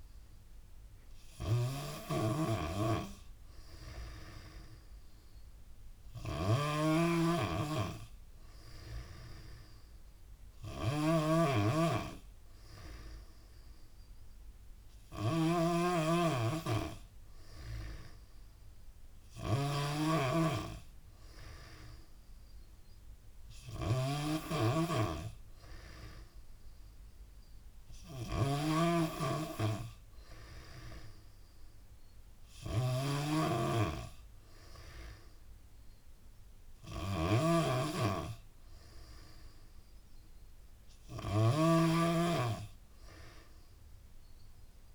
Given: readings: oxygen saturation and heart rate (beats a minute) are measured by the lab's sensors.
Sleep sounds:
breathing in sleep by a room microphone; none
0.00-44.95 s: snoring (device-marked)
4.00-6.00 s: long interval between heartbeats (device-marked, heart rate 88 before, 93 extreme)
12.50-14.50 s: long interval between heartbeats (device-marked, heart rate 87 before, 95 extreme)
17.50-19.50 s: long interval between heartbeats (device-marked, heart rate 91 before, 97 extreme)
17.50-20.50 s: tachycardia (device-marked, heart rate 85 before, 108 extreme)
21.00-23.00 s: long interval between heartbeats (device-marked, heart rate 93 before, 104 extreme)
38.50-40.50 s: long interval between heartbeats (device-marked, heart rate 91 before, 93 extreme)
39.50-44.95 s: tachycardia (device-marked, heart rate 86 before, 114 extreme)
42.00-44.00 s: long interval between heartbeats (device-marked, heart rate 91 before, 100 extreme)
From the record:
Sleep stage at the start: N3 (deep sleep); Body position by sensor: on the back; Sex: female

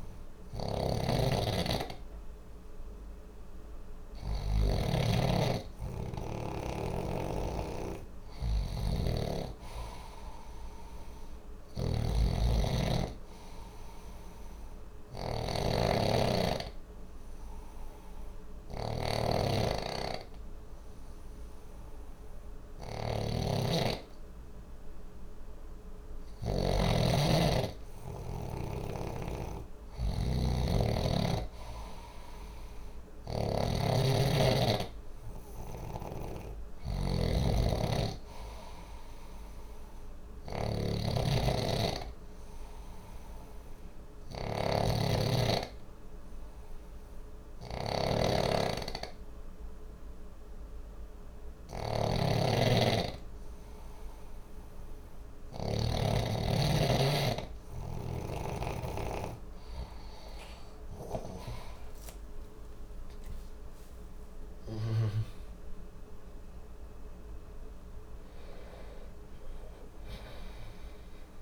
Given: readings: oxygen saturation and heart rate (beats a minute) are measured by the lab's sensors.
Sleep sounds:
breathing in sleep by a room microphone; 2
0.00-4.50 s: snoring (device-marked)
6.50-26.50 s: snoring (device-marked)
15.00-26.00 s: obstructive apnea (oxygen 94% before, 92% lowest, heart rate 60 before, 59 extreme, up 2 after)
28.50-55.50 s: snoring (device-marked)
31.00-35.00 s: arousal
41.00-53.50 s: obstructive apnea (oxygen 94% before, 92% lowest, heart rate 61 before, 60 extreme, up 2 after)
57.50-63.00 s: snoring (device-marked)
63.00-69.00 s: arousal
From the record:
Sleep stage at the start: N2 (light sleep); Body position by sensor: on the back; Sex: male

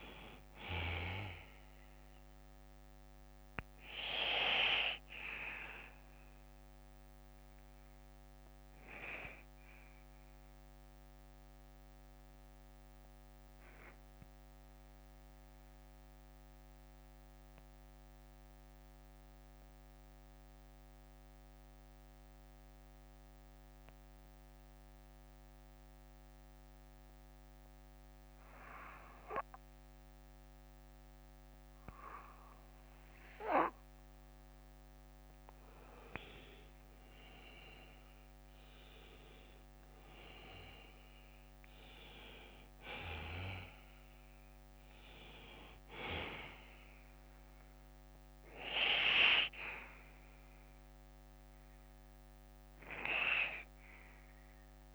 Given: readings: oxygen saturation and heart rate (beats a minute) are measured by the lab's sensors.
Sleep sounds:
breathing in sleep by a microphone on the trachea; 1
0.00-7.50 s: oxygen desaturation (device-marked, oxygen 93% lowest, heart rate 49 extreme)
0.00-10.50 s: bradycardia (device-marked, heart rate 50 extreme)
11.50-14.50 s: bradycardia (device-marked, heart rate 59 before, 49 extreme)
12.50-35.00 s: mixed apnea (oxygen 97% before, 87% lowest, heart rate 61 before, 50 extreme, up 10 after)
16.50-18.50 s: bradycardia (device-marked, heart rate 59 before, 57 extreme)
19.50-27.50 s: oxygen desaturation (device-marked, oxygen 94% before, 87% lowest, heart rate 58 before, 57 extreme)
20.50-30.50 s: bradycardia (device-marked, heart rate 59 before, 50 extreme)
31.50-34.50 s: bradycardia (device-marked, heart rate 59 before, 58 extreme)
38.50-42.50 s: arousal
42.50-50.50 s: oxygen desaturation (device-marked, oxygen 97% before, 93% lowest, heart rate 59 before, 47 extreme)
51.50-54.94 s: bradycardia (device-marked, heart rate 59 before, 47 extreme)
From the record:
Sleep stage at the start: N2 (light sleep); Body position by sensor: on the back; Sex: male

